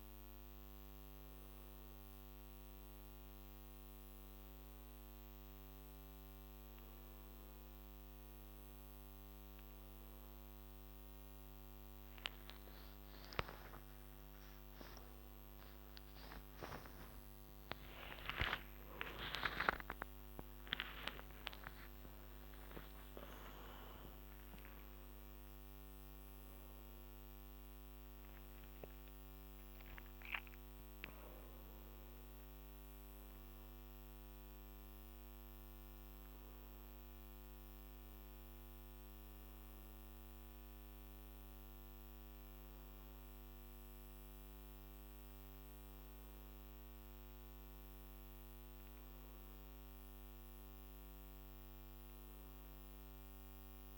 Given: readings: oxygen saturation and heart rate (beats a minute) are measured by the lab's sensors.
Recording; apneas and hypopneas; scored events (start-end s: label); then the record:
a person awake in a sleep study, by a microphone on the trachea; none
7.00-37.00 s: new sleep stage, awake
37.00-53.98 s: new sleep stage, N1 (lightest sleep)
From the record:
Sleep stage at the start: N1 (lightest sleep); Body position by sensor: on the back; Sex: male